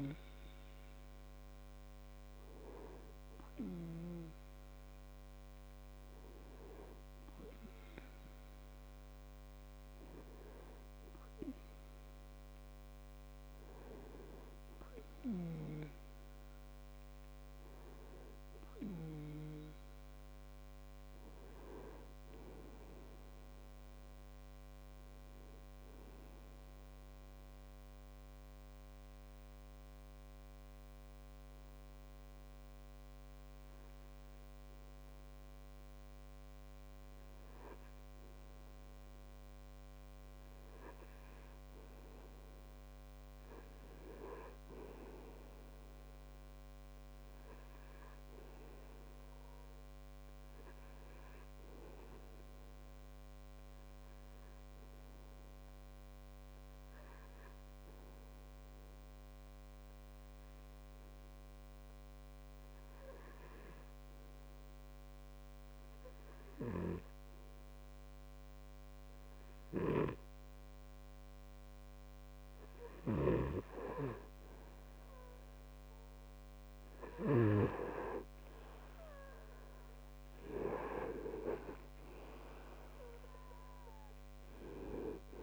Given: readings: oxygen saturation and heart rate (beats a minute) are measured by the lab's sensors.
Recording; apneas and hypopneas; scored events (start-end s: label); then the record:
breathing in sleep by a microphone on the trachea; 2
27.00-38.00 s: mixed apnea (oxygen 98% before, 94% lowest)
29.00-85.43 s: new sleep stage, REM sleep
40.50-44.50 s: arousal
53.00-72.50 s: obstructive apnea (oxygen 98% before, 93% lowest)
54.00-73.00 s: oxygen desaturation (device-marked, oxygen 98% before, 94% lowest)
73.50-78.00 s: snoring (device-marked)
79.00-83.50 s: arousal
From the record:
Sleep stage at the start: N2 (light sleep); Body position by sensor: on the back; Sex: male